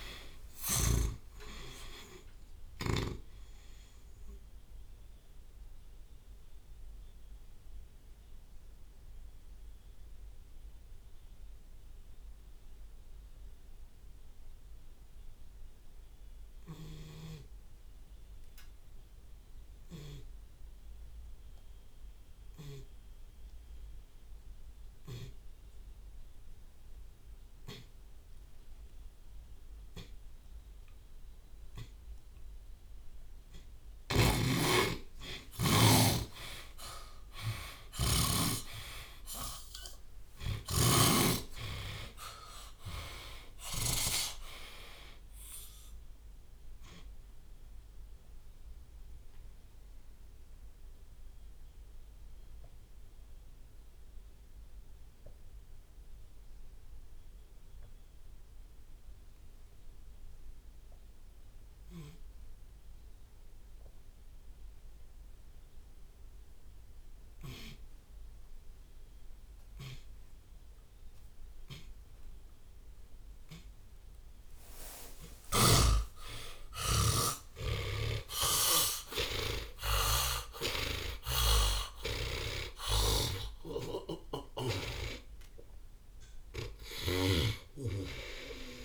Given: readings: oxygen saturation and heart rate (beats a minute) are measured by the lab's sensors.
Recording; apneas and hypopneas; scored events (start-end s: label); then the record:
breathing in sleep by a room microphone; 2
0.00-1.00 s: snoring (device-marked)
4.50-31.00 s: obstructive apnea
17.50-23.50 s: tachycardia (device-marked, heart rate 42 before, 161 extreme)
33.50-41.00 s: snoring (device-marked)
34.50-40.00 s: arousal
50.00-74.50 s: hypopnea (oxygen 97% before, 81% lowest)
52.50-58.50 s: oxygen desaturation (device-marked, oxygen 95% before, 91% lowest)
60.00-62.00 s: long interval between heartbeats (device-marked)
60.50-78.50 s: oxygen desaturation (device-marked, oxygen 95% before, 81% lowest)
77.50-85.50 s: arousal
78.00-80.00 s: long interval between heartbeats (device-marked)
80.00-82.00 s: long interval between heartbeats (device-marked)
83.00-87.00 s: snoring (device-marked)
84.50-88.85 s: oxygen desaturation (device-marked, oxygen 89% before, 84% lowest)
From the record:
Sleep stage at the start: N2 (light sleep); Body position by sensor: on the back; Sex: male